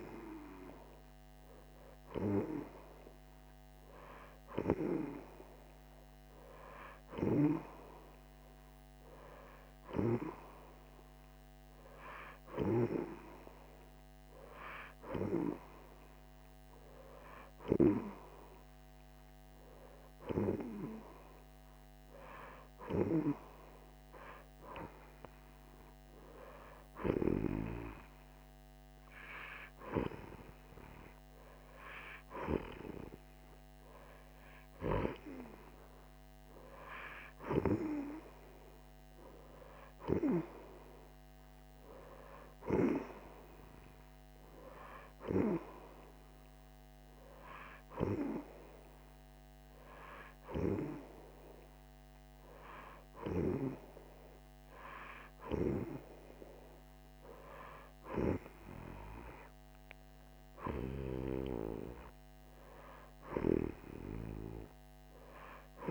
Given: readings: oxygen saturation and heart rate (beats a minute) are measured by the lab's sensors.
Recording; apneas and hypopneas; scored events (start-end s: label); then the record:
breathing in sleep by a microphone on the trachea; none
none scored
From the record:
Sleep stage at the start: N2 (light sleep); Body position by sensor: on the right side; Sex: female